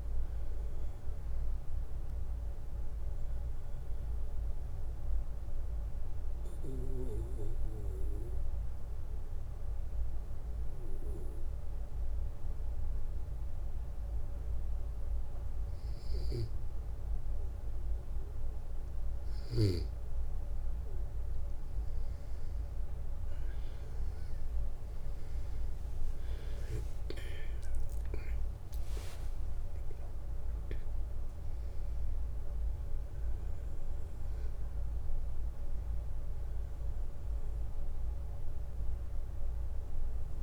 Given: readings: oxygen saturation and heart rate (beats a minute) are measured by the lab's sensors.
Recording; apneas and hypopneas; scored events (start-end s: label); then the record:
breathing in sleep by a room microphone; 1
3.00-16.50 s: obstructive apnea (oxygen 97% before, 93% lowest)
24.00-28.00 s: arousal
From the record:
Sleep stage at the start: N2 (light sleep); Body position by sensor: on the back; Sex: male